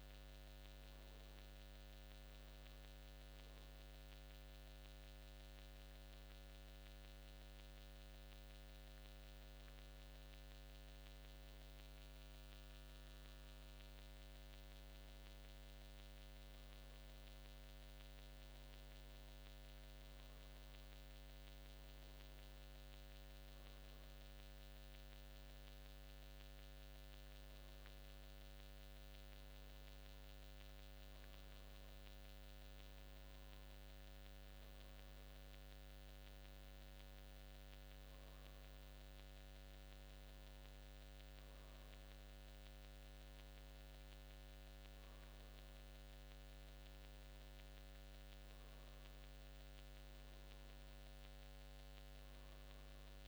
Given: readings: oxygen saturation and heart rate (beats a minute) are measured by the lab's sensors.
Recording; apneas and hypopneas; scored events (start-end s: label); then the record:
breathing in sleep, hard to hear, by a microphone on the trachea; none
none scored
From the record:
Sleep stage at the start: N2 (light sleep); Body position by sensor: on the back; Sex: male